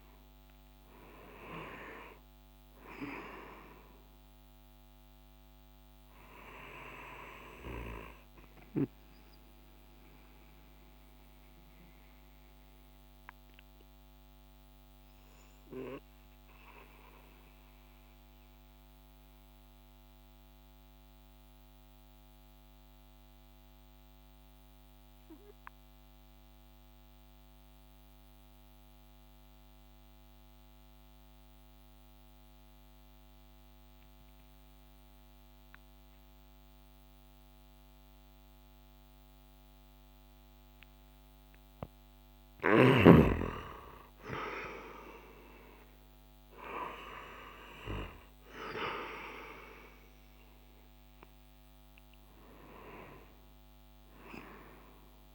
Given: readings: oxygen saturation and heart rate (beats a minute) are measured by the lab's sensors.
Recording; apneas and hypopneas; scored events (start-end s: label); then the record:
breathing in sleep by a microphone on the trachea; 1
0.00-1.50 s: arousal
0.00-24.00 s: oxygen desaturation (device-marked, oxygen 91% lowest)
9.50-40.50 s: mixed apnea (oxygen 97% before, 91% lowest)
42.00-55.34 s: oxygen desaturation (device-marked, oxygen 97% before, 93% lowest)
43.00-48.00 s: arousal
From the record:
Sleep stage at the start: N2 (light sleep); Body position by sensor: on the back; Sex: male